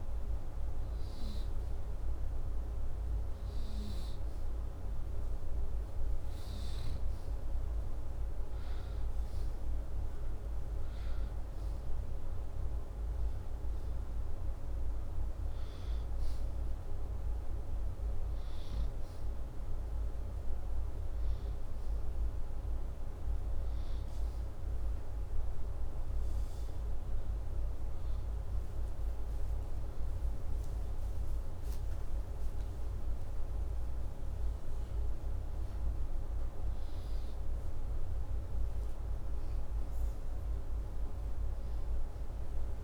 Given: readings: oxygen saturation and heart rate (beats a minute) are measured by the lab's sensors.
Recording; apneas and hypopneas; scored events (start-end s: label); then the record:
breathing in sleep, hard to hear, by a room microphone; none
28.50-32.50 s: arousal
33.50-37.50 s: oxygen desaturation (device-marked, oxygen 96% before, 93% lowest, heart rate 85 before, 81 extreme)
From the record:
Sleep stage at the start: N2 (light sleep); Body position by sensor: upright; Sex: male